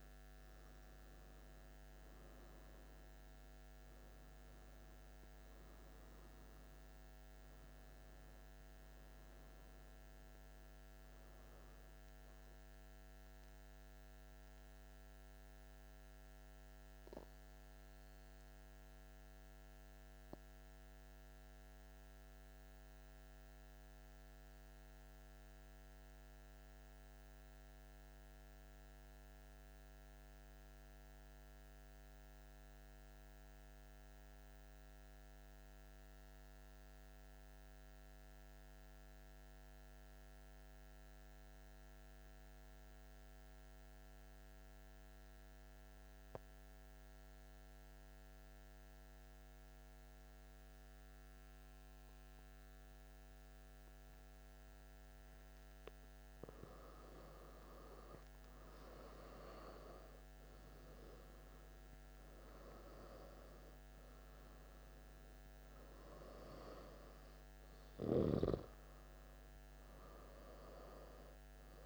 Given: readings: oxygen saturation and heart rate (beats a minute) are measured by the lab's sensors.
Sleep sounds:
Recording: breathing in sleep by a microphone on the trachea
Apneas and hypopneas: 1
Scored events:
0.00-12.50 s: oxygen desaturation (device-marked, oxygen 91% lowest)
12.50-55.50 s: mixed apnea (oxygen 97% before, 92% lowest)
50.50-71.86 s: oxygen desaturation (device-marked, oxygen 97% before, 92% lowest)
57.00-62.00 s: arousal
From the record:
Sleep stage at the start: N2 (light sleep)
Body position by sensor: on the back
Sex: male

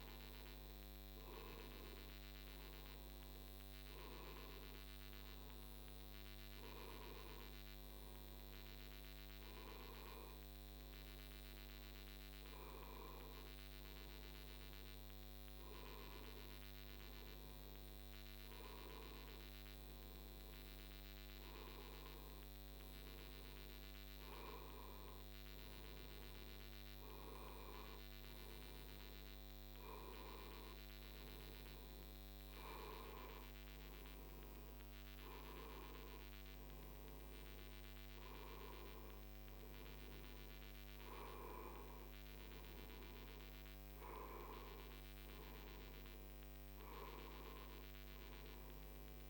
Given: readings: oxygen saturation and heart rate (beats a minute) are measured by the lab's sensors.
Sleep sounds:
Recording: breathing in sleep, hard to hear, by a microphone on the trachea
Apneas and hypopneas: none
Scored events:
0.00-3.00 s: arousal
From the record:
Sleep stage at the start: N2 (light sleep)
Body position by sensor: on the right side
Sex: male

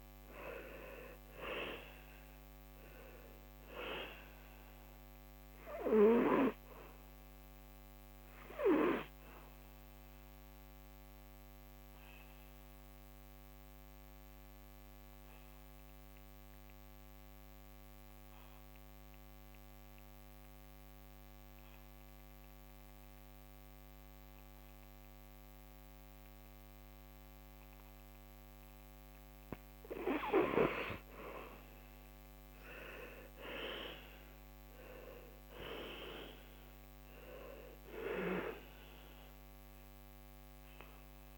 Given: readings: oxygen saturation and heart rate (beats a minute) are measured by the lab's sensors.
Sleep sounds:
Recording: breathing in sleep by a microphone on the trachea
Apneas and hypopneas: 1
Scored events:
0.00-3.00 s: arousal
0.00-22.50 s: oxygen desaturation (device-marked, oxygen 85% lowest, heart rate 70 extreme)
9.00-28.00 s: obstructive apnea (oxygen 99% before, 83% lowest, heart rate 76 before, 70 extreme, up 9 after)
24.50-41.38 s: oxygen desaturation (device-marked, oxygen 98% before, 83% lowest, heart rate 74 before, 71 extreme)
31.50-36.00 s: arousal
From the record:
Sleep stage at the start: N2 (light sleep)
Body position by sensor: on the back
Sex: male

